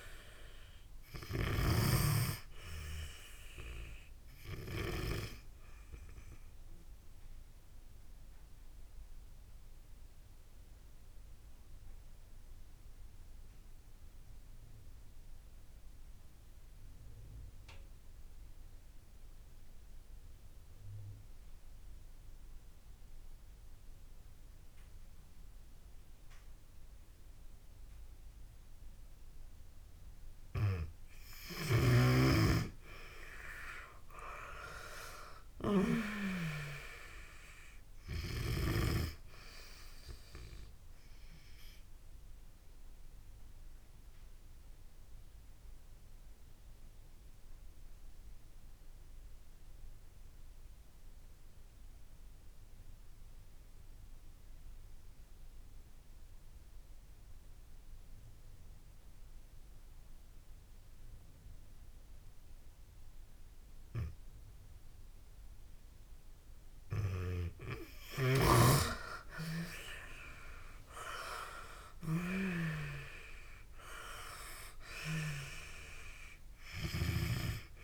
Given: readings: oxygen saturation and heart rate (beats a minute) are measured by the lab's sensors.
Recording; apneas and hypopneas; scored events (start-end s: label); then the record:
breathing in sleep by a room microphone; 2
4.00-28.00 s: oxygen desaturation (device-marked, oxygen 96% before, 82% lowest)
7.00-29.00 s: obstructive apnea (oxygen 97% before, 82% lowest)
32.00-35.00 s: arousal
41.00-65.50 s: obstructive apnea (oxygen 96% before, 82% lowest)
41.00-67.00 s: oxygen desaturation (device-marked, oxygen 95% before, 82% lowest)
69.00-72.50 s: arousal
From the record:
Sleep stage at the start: N2 (light sleep); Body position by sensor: on the back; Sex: female